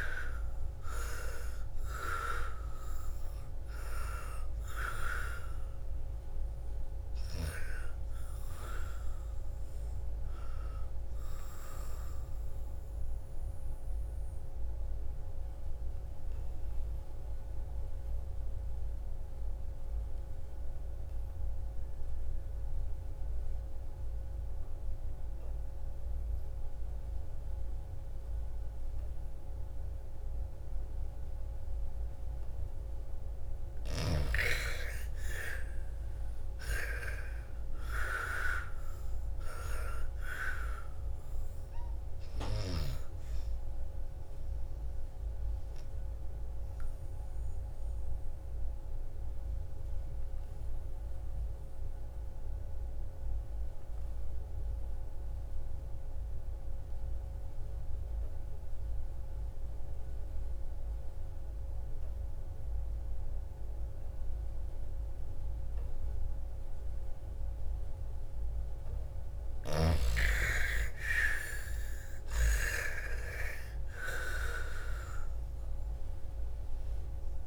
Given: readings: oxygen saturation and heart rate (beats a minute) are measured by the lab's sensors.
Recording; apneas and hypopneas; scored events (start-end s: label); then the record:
breathing in sleep by a room microphone; 2
0.00-14.50 s: oxygen desaturation (device-marked, oxygen 81% lowest, heart rate 55 extreme)
12.00-32.50 s: obstructive apnea (oxygen 99% before, 78% lowest, heart rate 64 before, 55 extreme, up 11 after)
33.50-55.50 s: oxygen desaturation (device-marked, oxygen 99% before, 83% lowest, heart rate 59 before, 55 extreme)
34.50-40.00 s: arousal
44.50-68.50 s: obstructive apnea (oxygen 99% before, 78% lowest, heart rate 63 before, 55 extreme, up 16 after)
66.50-77.47 s: oxygen desaturation (device-marked, oxygen 99% before, 78% lowest, heart rate 58 before, 54 extreme)
70.50-74.00 s: arousal
From the record:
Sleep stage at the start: N2 (light sleep); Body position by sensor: on the back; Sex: female